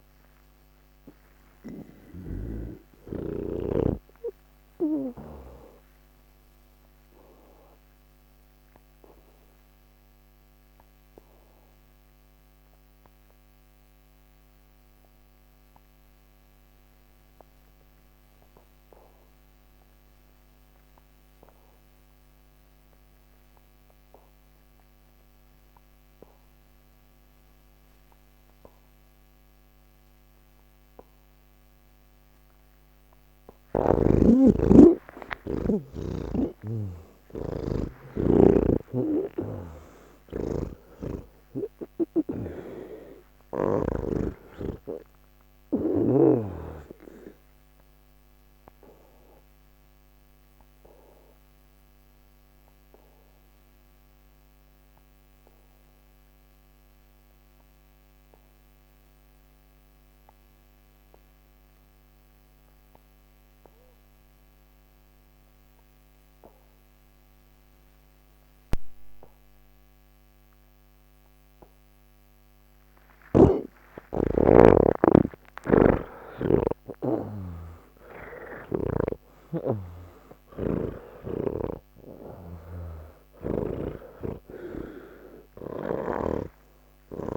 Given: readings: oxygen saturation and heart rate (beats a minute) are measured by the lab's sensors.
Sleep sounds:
breathing in sleep by a microphone on the trachea; 2
0.00-19.50 s: oxygen desaturation (device-marked, oxygen 81% lowest, heart rate 28 extreme)
6.50-32.00 s: obstructive apnea (oxygen 98% before, 80% lowest, heart rate 134 before, 28 extreme, up 15 after)
33.50-39.50 s: oxygen desaturation (device-marked, oxygen 98% before, 88% lowest, heart rate 167 before, 32 extreme)
38.50-44.00 s: snoring (device-marked)
41.50-62.50 s: oxygen desaturation (device-marked, oxygen 94% before, 80% lowest)
46.50-71.00 s: obstructive apnea (oxygen 99% before, 80% lowest)
69.50-87.37 s: oxygen desaturation (device-marked, oxygen 98% before, 81% lowest)
75.50-86.50 s: snoring (device-marked)
From the record:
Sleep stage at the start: N2 (light sleep); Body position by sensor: on the back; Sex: male

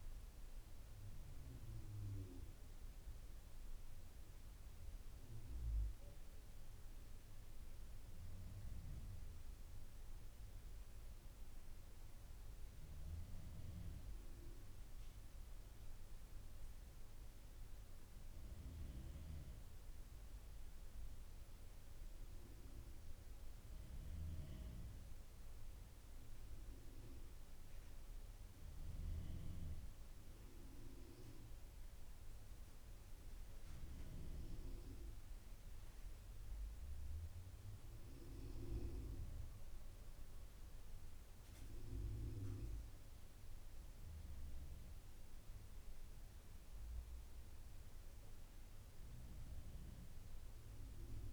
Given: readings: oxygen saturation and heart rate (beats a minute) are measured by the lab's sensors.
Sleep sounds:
breathing in sleep by a room microphone; none
none scored
From the record:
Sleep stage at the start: N1 (lightest sleep); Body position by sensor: on the back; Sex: male

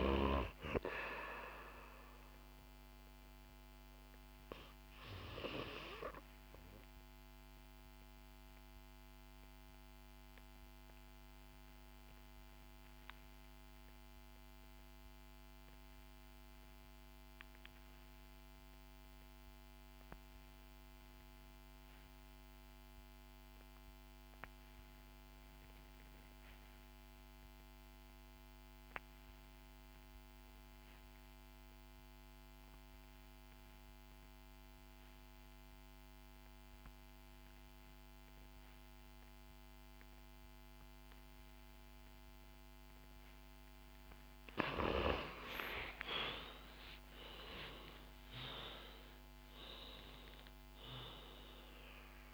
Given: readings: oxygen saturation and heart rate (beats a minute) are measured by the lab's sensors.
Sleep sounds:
breathing in sleep by a microphone on the trachea; 1
0.00-19.50 s: oxygen desaturation (device-marked, oxygen 72% lowest, heart rate 62 extreme)
2.00-42.50 s: obstructive apnea (oxygen 93% before, 72% lowest, heart rate 71 before, 63 extreme, up 8 after)
14.50-52.34 s: new sleep stage, N2 (light sleep)
36.50-52.34 s: oxygen desaturation (device-marked, oxygen 95% before, 77% lowest, heart rate 67 before, 63 extreme)
45.00-49.50 s: arousal
From the record:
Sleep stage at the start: REM sleep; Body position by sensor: on the back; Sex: female

